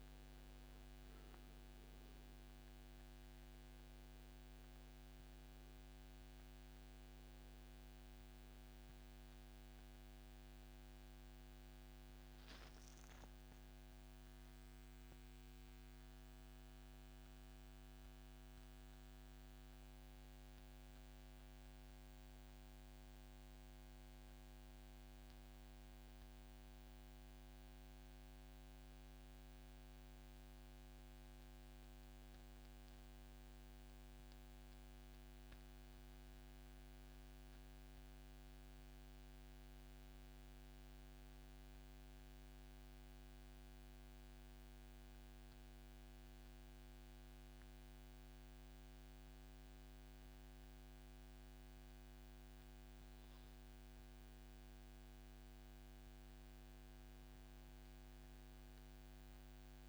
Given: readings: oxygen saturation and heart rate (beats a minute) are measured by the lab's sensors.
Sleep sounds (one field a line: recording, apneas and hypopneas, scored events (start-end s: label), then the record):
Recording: breathing in sleep, hard to hear, by a microphone on the trachea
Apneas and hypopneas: 1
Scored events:
0.00-25.50 s: oxygen desaturation (device-marked, oxygen 91% lowest, heart rate 141 extreme)
24.50-59.89 s: new sleep stage, N1 (lightest sleep)
34.50-38.00 s: arousal
40.50-55.50 s: obstructive apnea (oxygen 98% before, 93% lowest, heart rate 145 before, 141 extreme, up 1 after)
58.00-59.89 s: arousal
58.50-59.89 s: oxygen desaturation (device-marked, oxygen 97% before, 93% lowest, heart rate 143 before, 101 extreme)
From the record:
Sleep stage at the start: N2 (light sleep)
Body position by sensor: on the back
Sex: male